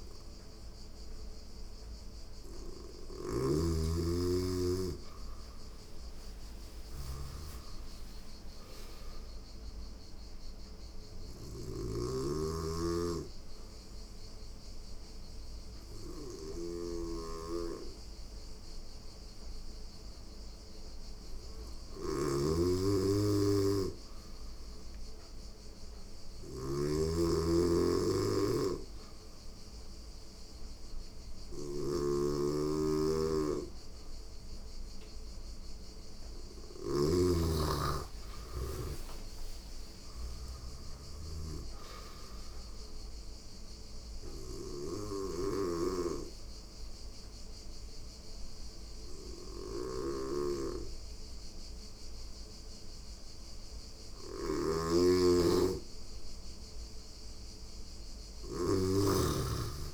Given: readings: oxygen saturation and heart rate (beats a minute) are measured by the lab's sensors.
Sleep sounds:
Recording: breathing in sleep by a room microphone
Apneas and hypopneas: 2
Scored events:
0.00-8.00 s: oxygen desaturation (device-marked, oxygen 92% lowest, heart rate 87 extreme)
2.50-59.94 s: snoring (device-marked)
3.50-7.00 s: arousal
9.50-20.50 s: hypopnea (oxygen 96% before, 90% lowest, heart rate 88 before, 87 extreme, up 1 after)
14.00-27.00 s: oxygen desaturation (device-marked, oxygen 97% before, 93% lowest, heart rate 89 before, 87 extreme)
26.00-30.00 s: arousal
31.00-49.00 s: oxygen desaturation (device-marked, oxygen 96% before, 90% lowest, heart rate 88 before, 88 extreme)
42.50-54.00 s: obstructive apnea (oxygen 96% before, 90% lowest, heart rate 88 before, 87 extreme, up 1 after)
56.50-59.94 s: arousal
From the record:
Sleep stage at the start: N2 (light sleep)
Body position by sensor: on the right side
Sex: female

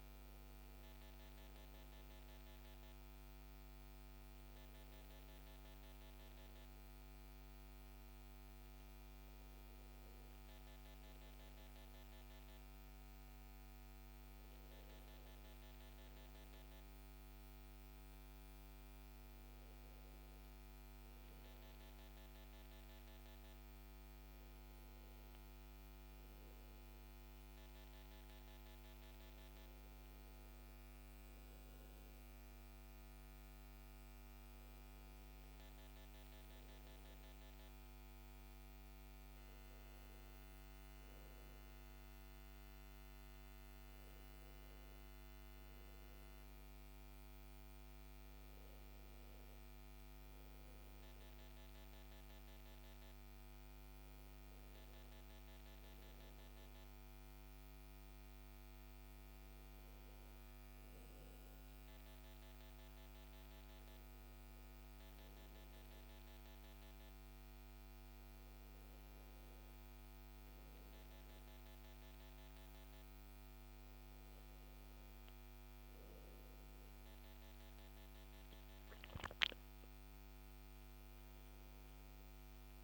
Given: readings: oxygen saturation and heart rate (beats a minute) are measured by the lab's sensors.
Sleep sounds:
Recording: breathing in sleep, hard to hear, by a microphone on the trachea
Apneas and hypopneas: none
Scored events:
none scored
From the record:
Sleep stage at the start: N2 (light sleep)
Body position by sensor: on the back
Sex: male

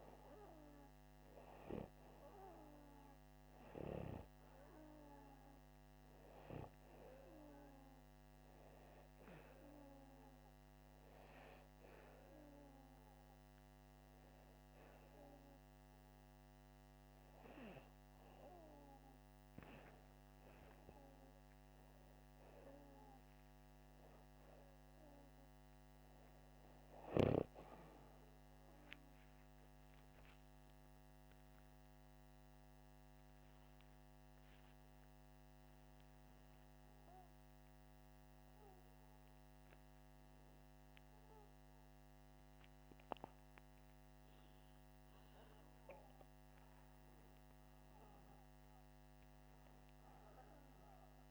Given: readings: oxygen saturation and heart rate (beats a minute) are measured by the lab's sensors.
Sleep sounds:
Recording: breathing in sleep by a microphone on the trachea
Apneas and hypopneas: none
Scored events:
30.50-35.50 s: arousal
From the record:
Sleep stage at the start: N2 (light sleep)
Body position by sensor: upright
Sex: male

